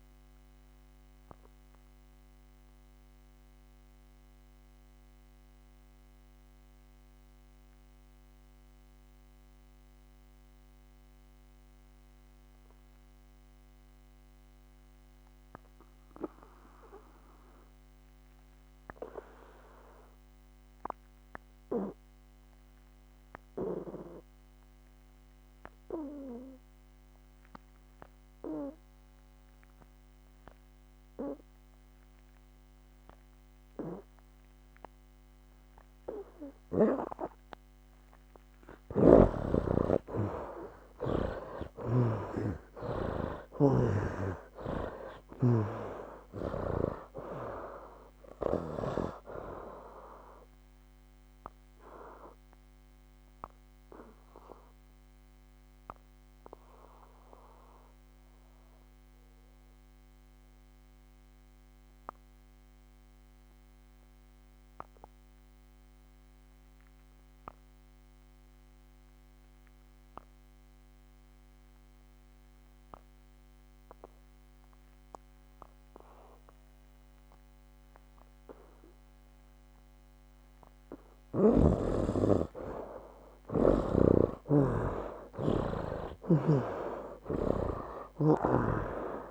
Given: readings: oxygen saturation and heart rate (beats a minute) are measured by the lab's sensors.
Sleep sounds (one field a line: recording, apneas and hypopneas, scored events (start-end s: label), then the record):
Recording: breathing in sleep by a microphone on the trachea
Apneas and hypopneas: 2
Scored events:
0.00-21.00 s: oxygen desaturation (device-marked, oxygen 77% lowest, heart rate 63 extreme)
1.50-37.50 s: mixed apnea (oxygen 98% before, 75% lowest, heart rate 74 before, 63 extreme, up 14 after)
33.00-70.00 s: oxygen desaturation (device-marked, oxygen 99% before, 75% lowest, heart rate 69 before, 62 extreme)
38.50-45.50 s: snoring (device-marked)
40.00-45.00 s: arousal
52.00-81.00 s: obstructive apnea (oxygen 99% before, 72% lowest, heart rate 71 before, 62 extreme, up 14 after)
82.00-89.31 s: oxygen desaturation (device-marked, oxygen 98% before, 72% lowest, heart rate 65 before, 63 extreme)
84.00-87.50 s: snoring (device-marked)
84.00-88.50 s: arousal
From the record:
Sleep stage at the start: N2 (light sleep)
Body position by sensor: on the back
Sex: male